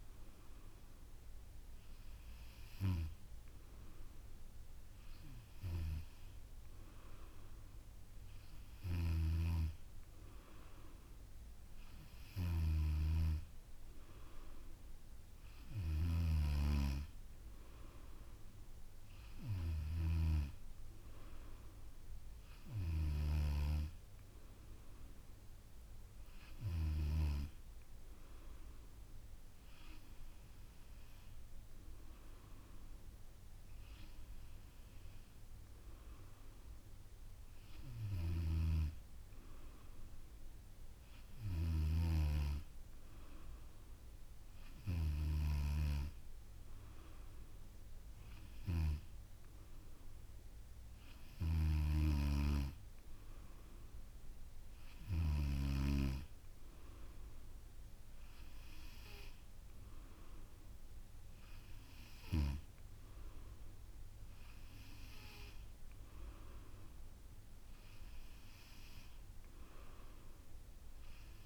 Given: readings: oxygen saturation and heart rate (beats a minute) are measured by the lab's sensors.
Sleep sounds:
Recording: breathing in sleep by a room microphone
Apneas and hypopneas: none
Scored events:
none scored
From the record:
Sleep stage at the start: N2 (light sleep)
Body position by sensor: on the back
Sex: female

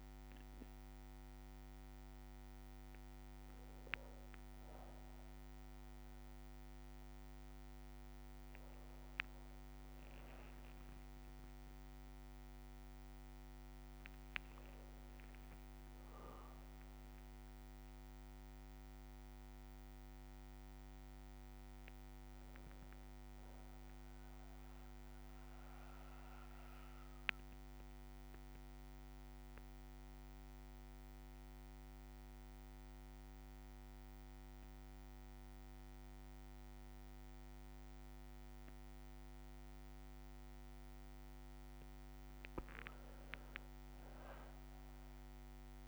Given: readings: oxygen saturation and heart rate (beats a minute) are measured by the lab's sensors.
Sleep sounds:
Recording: breathing in sleep, hard to hear, by a microphone on the trachea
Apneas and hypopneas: 1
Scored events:
0.00-10.50 s: oxygen desaturation (device-marked, oxygen 95% lowest, heart rate 58 extreme)
9.50-14.00 s: arousal
26.00-40.50 s: obstructive apnea (oxygen 98% before, 94% lowest, heart rate 64 before, 57 extreme, up 3 after)
26.50-40.50 s: bradycardia (device-marked, heart rate 63 before, 58 extreme)
42.50-45.88 s: arousal
43.50-45.88 s: oxygen desaturation (device-marked, oxygen 98% before, 95% lowest, heart rate 59 before, 57 extreme)
From the record:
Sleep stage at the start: N2 (light sleep)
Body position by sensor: on the back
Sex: male

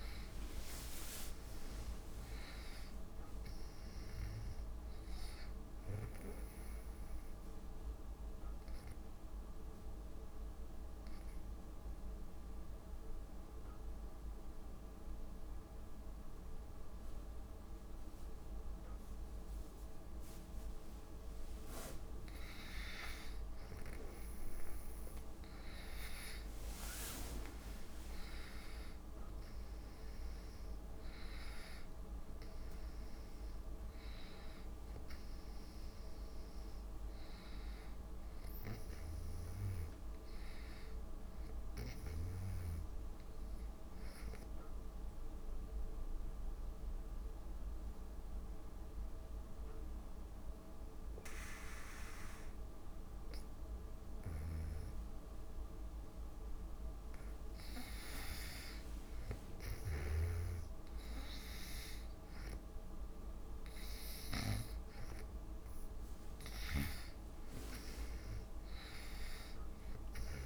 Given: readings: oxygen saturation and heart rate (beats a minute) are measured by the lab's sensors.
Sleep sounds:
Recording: breathing in sleep by a room microphone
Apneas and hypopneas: 2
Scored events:
0.00-2.50 s: arousal
0.00-12.50 s: oxygen desaturation (device-marked, oxygen 85% lowest)
8.00-22.00 s: obstructive apnea (oxygen 94% before, 88% lowest)
25.50-30.00 s: arousal
25.50-46.50 s: oxygen desaturation (device-marked, oxygen 96% before, 90% lowest)
44.50-58.00 s: obstructive apnea (oxygen 96% before, 80% lowest)
55.00-57.00 s: long interval between heartbeats (device-marked)
59.50-70.45 s: oxygen desaturation (device-marked, oxygen 97% before, 88% lowest)
60.50-63.50 s: arousal
From the record:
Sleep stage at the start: N2 (light sleep)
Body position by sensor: on the back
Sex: female

